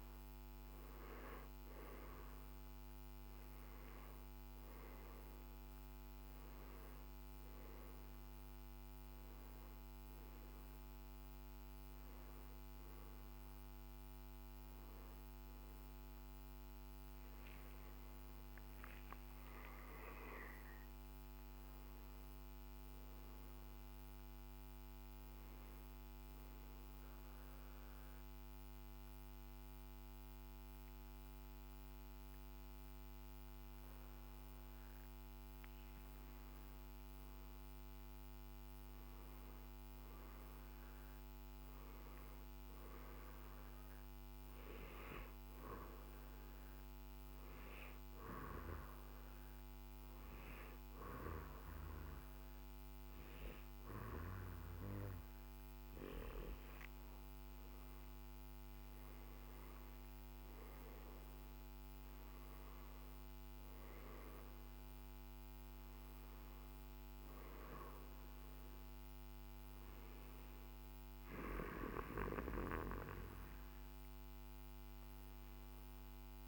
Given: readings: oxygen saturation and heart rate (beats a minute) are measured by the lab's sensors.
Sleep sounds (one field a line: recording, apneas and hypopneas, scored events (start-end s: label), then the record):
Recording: breathing in sleep by a microphone on the trachea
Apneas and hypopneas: 2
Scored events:
0.50-16.50 s: oxygen desaturation (device-marked, oxygen 96% before, 92% lowest, heart rate 59 before, 55 extreme)
18.50-23.00 s: arousal
27.00-37.00 s: obstructive apnea (oxygen 96% before, 93% lowest, heart rate 69 before, 55 extreme, up 4 after)
39.00-42.00 s: arousal
45.50-58.00 s: hypopnea (oxygen 98% before, 93% lowest, heart rate 61 before, 57 extreme, up 18 after)
46.50-54.50 s: oxygen desaturation (device-marked, oxygen 98% before, 93% lowest, heart rate 59 before, 57 extreme)
59.50-62.00 s: arousal
From the record:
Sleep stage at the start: N2 (light sleep)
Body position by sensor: on the back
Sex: male